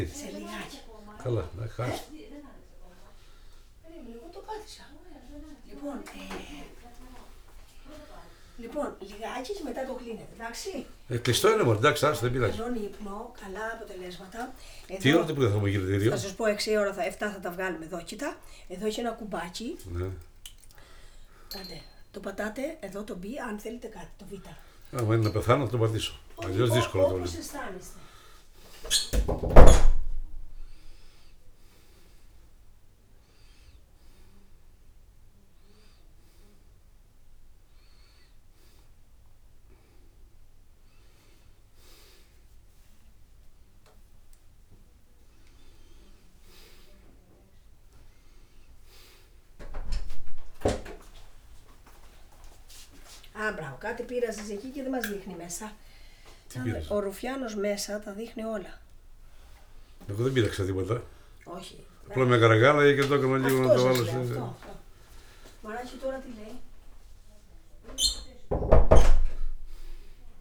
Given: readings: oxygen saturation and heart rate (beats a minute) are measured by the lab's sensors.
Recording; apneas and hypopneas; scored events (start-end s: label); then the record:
a person awake in a sleep study, by a room microphone; none
20.50-22.50 s: long interval between heartbeats (device-marked, heart rate 55 before, 95 extreme)
43.00-45.00 s: long interval between heartbeats (device-marked, heart rate 80 before, 87 extreme)
46.00-48.00 s: long interval between heartbeats (device-marked, heart rate 79 before, 106 extreme)
54.00-56.00 s: long interval between heartbeats (device-marked, heart rate 86 before, 85 extreme)
56.50-58.50 s: long interval between heartbeats (device-marked, heart rate 87 before, 110 extreme)
60.00-62.00 s: long interval between heartbeats (device-marked, heart rate 94 before, 98 extreme)
66.00-68.00 s: long interval between heartbeats (device-marked, heart rate 98 before, 96 extreme)
From the record:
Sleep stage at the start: awake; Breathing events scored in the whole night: 241 in 3.6 hours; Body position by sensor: on the back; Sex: male